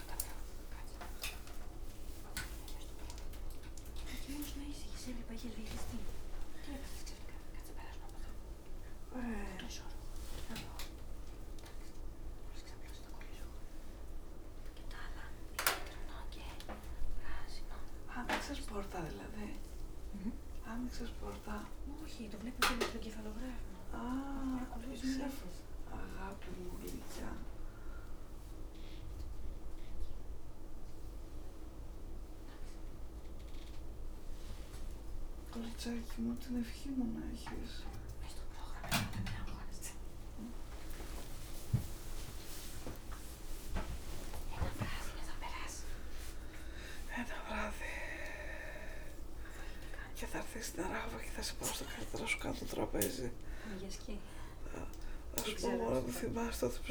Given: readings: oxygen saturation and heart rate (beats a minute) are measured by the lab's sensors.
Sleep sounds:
a person awake in a sleep study, by a room microphone; none
54.00-56.91 s: bradycardia (device-marked, heart rate 103 before, 48 extreme)
From the record:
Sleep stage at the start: awake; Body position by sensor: on the back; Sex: female

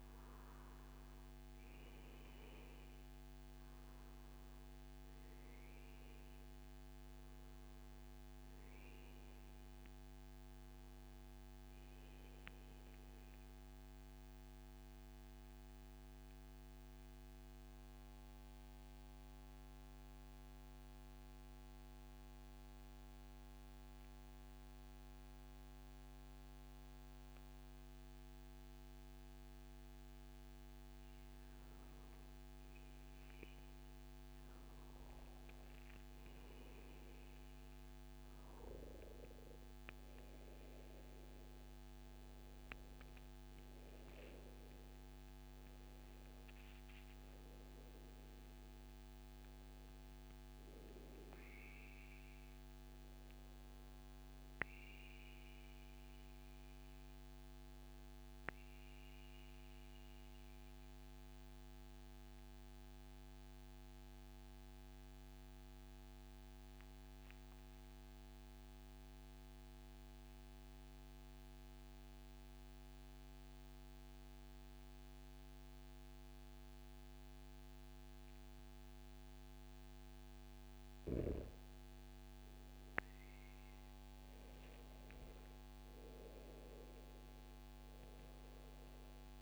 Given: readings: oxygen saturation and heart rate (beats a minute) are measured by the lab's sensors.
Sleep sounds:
breathing in sleep, hard to hear, by a microphone on the trachea; 2
13.00-29.50 s: central apnea (oxygen 98% before, 93% lowest, heart rate 142 before, 96 extreme, up 18 after)
13.50-15.50 s: long interval between heartbeats (device-marked, heart rate 141 before, 124 extreme)
19.50-89.42 s: new sleep stage, N2 (light sleep)
22.00-24.00 s: long interval between heartbeats (device-marked, heart rate 129 before, 111 extreme)
33.50-38.00 s: arousal
45.50-47.50 s: long interval between heartbeats (device-marked, heart rate 110 before, 114 extreme)
55.00-57.00 s: long interval between heartbeats (device-marked, heart rate 116 before, 115 extreme)
57.50-79.00 s: central apnea (oxygen 97% before, 92% lowest, heart rate 116 before, 100 extreme, up 15 after)
66.50-68.50 s: long interval between heartbeats (device-marked, heart rate 115 before, 102 extreme)
75.00-77.00 s: long interval between heartbeats (device-marked, heart rate 105 before, 106 extreme)
From the record:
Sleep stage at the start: N1 (lightest sleep); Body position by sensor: on the back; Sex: male

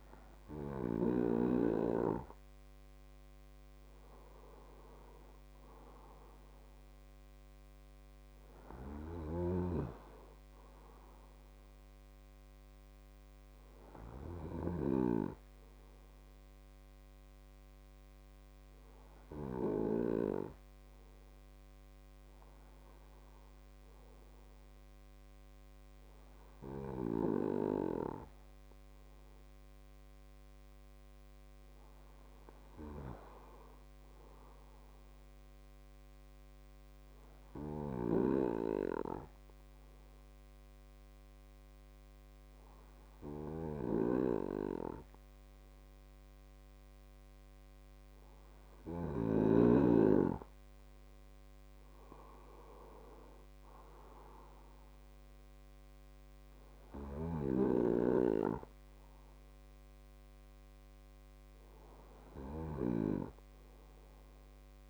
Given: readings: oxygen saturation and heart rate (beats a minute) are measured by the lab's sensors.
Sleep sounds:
breathing in sleep by a microphone on the trachea; 1
32.50-35.00 s: arousal
37.50-50.00 s: hypopnea (oxygen 97% before, 95% lowest, heart rate 66 before, 74 extreme, up 52 after)
51.00-54.00 s: arousal
From the record:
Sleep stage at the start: N2 (light sleep); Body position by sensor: on the right side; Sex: male

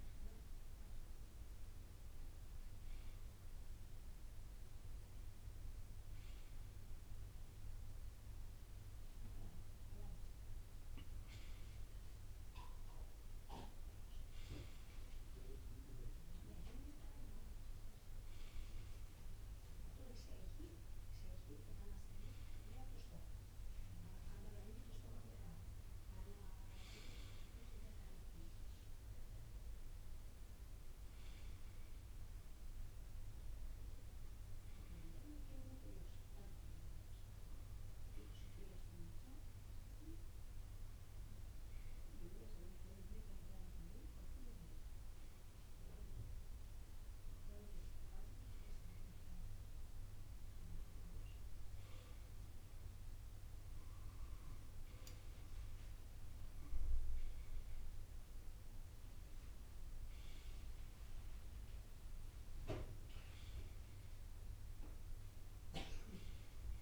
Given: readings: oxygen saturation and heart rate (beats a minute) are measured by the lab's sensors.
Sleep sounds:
breathing in sleep by a room microphone; none
10.00-14.00 s: arousal
48.50-52.50 s: arousal
From the record:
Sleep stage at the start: N2 (light sleep); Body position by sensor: on the right side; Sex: male

